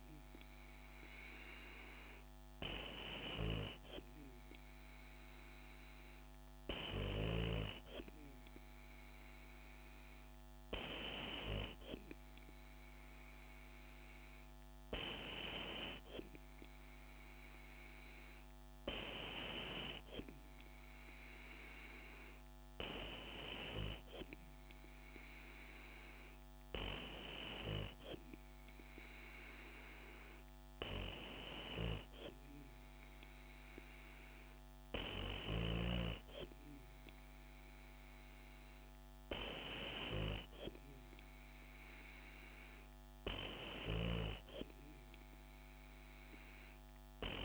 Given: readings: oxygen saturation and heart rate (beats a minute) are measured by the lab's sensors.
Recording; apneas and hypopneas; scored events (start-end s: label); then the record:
breathing in sleep by a microphone on the trachea; none
none scored
From the record:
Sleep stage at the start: N2 (light sleep); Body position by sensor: on the back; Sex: female